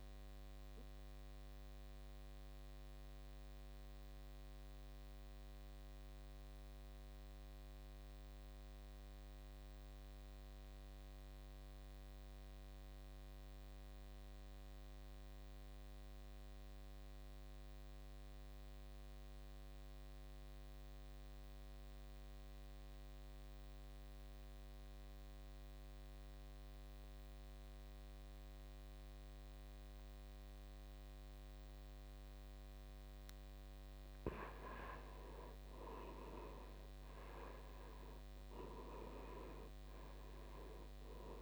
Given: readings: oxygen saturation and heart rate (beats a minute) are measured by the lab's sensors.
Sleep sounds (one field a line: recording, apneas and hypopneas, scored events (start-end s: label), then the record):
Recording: breathing in sleep by a microphone on the trachea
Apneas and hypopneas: 1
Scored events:
0.00-11.00 s: oxygen desaturation (device-marked, oxygen 85% lowest, heart rate 54 extreme)
0.50-33.50 s: obstructive apnea (oxygen 99% before, 79% lowest, heart rate 65 before, 54 extreme, up 10 after)
29.00-41.42 s: oxygen desaturation (device-marked, oxygen 98% before, 79% lowest, heart rate 57 before, 55 extreme)
35.50-40.00 s: arousal
From the record:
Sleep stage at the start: N2 (light sleep)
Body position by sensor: on the back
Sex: male